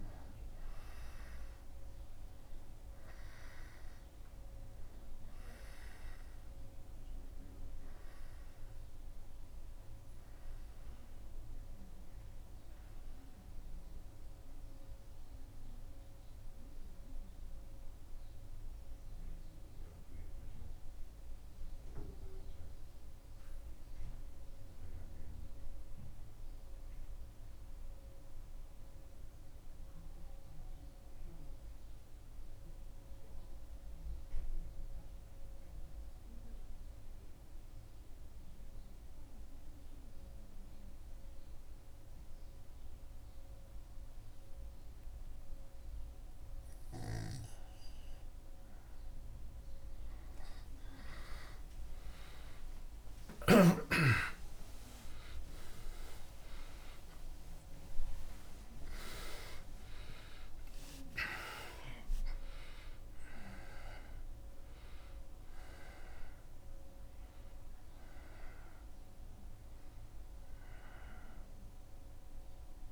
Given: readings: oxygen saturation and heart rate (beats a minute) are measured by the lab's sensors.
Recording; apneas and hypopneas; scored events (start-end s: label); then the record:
breathing in sleep by a room microphone; 1
14.50-47.00 s: central apnea (oxygen 98% before, 93% lowest, heart rate 76 before, 74 extreme, up 19 after)
44.00-60.00 s: oxygen desaturation (device-marked, oxygen 97% before, 93% lowest, heart rate 76 before, 75 extreme)
52.00-60.00 s: tachycardia (device-marked, heart rate 77 before, 155 extreme)
56.00-72.92 s: new sleep stage, awake
From the record:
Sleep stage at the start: N2 (light sleep); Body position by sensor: on the back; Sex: male